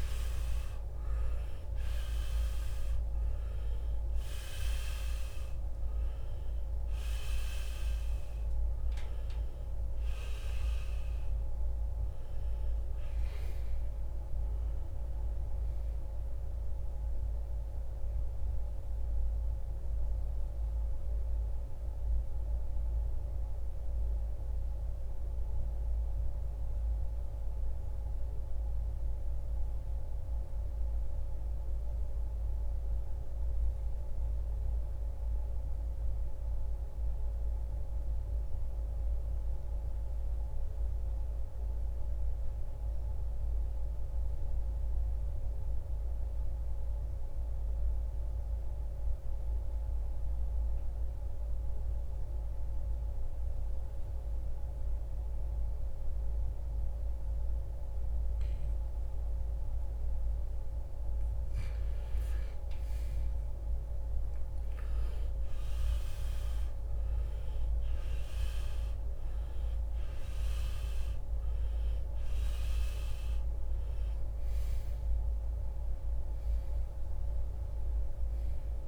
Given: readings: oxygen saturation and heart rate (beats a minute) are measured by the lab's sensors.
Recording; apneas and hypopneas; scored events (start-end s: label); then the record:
breathing in sleep, hard to hear, by a room microphone; 1
0.00-33.00 s: oxygen desaturation (device-marked, oxygen 82% lowest, heart rate 57 extreme)
5.00-78.88 s: new sleep stage, REM sleep
19.50-61.00 s: mixed apnea (oxygen 96% before, 81% lowest, heart rate 83 before, 57 extreme, up 18 after)
56.00-78.88 s: oxygen desaturation (device-marked, oxygen 98% before, 81% lowest, heart rate 64 before, 46 extreme)
62.50-66.50 s: arousal
From the record:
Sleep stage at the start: N2 (light sleep); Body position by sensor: on the right side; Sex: male